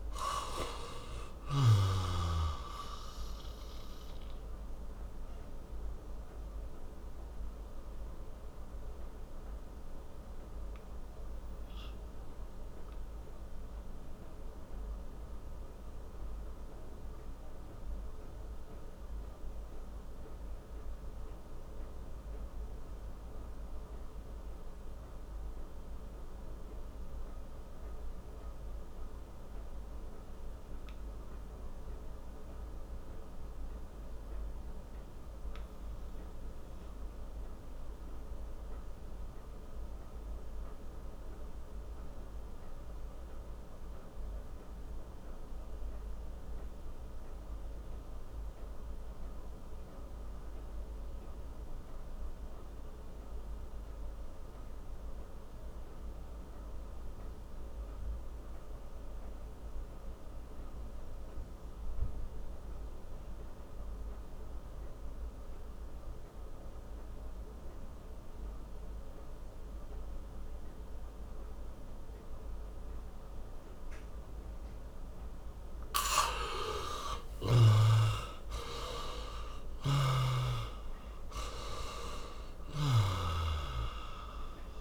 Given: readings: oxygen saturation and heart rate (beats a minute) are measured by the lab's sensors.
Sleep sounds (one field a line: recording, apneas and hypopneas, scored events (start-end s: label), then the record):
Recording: breathing in sleep by a room microphone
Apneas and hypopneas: 1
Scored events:
0.00-30.00 s: oxygen desaturation (device-marked, oxygen 65% lowest)
4.50-71.50 s: mixed apnea (oxygen 90% before, 62% lowest)
41.00-84.81 s: oxygen desaturation (device-marked, oxygen 100% before, 62% lowest)
76.00-80.50 s: arousal
From the record:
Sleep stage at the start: REM sleep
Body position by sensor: on the back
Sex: male